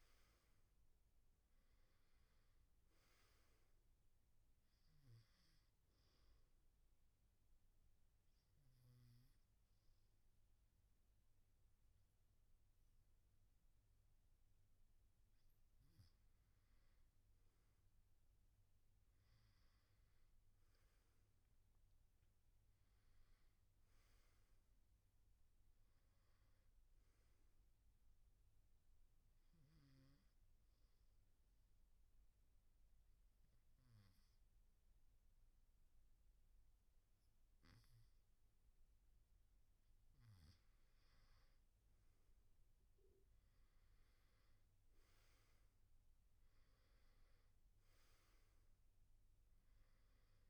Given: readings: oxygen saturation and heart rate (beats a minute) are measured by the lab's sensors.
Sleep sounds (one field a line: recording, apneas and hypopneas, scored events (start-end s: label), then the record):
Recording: breathing in sleep, hard to hear, by a room microphone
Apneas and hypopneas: 2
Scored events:
0.00-2.00 s: arousal
0.00-15.50 s: oxygen desaturation (device-marked, oxygen 89% lowest, heart rate 66 extreme)
6.50-16.50 s: obstructive apnea (oxygen 97% before, 89% lowest, heart rate 67 before, 68 extreme, up 10 after)
21.00-24.50 s: arousal
24.50-34.50 s: oxygen desaturation (device-marked, oxygen 97% before, 93% lowest, heart rate 70 before, 65 extreme)
28.50-40.50 s: obstructive apnea (oxygen 97% before, 89% lowest, heart rate 71 before, 65 extreme, up 5 after)
42.50-46.50 s: arousal
43.50-50.50 s: oxygen desaturation (device-marked, oxygen 96% before, 89% lowest, heart rate 73 before, 65 extreme)
From the record:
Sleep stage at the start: N2 (light sleep)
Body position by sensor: on the back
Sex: male